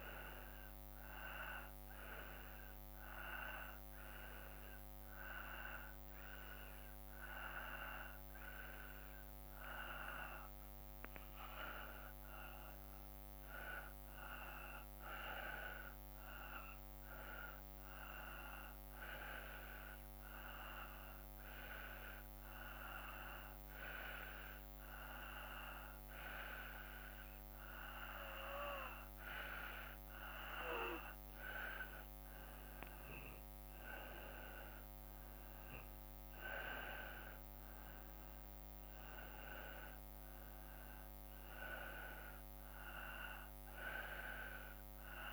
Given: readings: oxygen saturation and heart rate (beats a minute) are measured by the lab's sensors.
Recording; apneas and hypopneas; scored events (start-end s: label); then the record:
breathing in sleep by a microphone on the trachea; 1
0.00-2.50 s: oxygen desaturation (device-marked, oxygen 85% lowest, heart rate 52 extreme)
5.00-30.50 s: hypopnea (oxygen 97% before, 91% lowest, heart rate 56 before, 53 extreme, up 3 after)
29.50-45.33 s: oxygen desaturation (device-marked, oxygen 96% before, 92% lowest, heart rate 54 before, 54 extreme)
34.50-38.00 s: arousal
From the record:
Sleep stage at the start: N2 (light sleep); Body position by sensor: on the back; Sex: male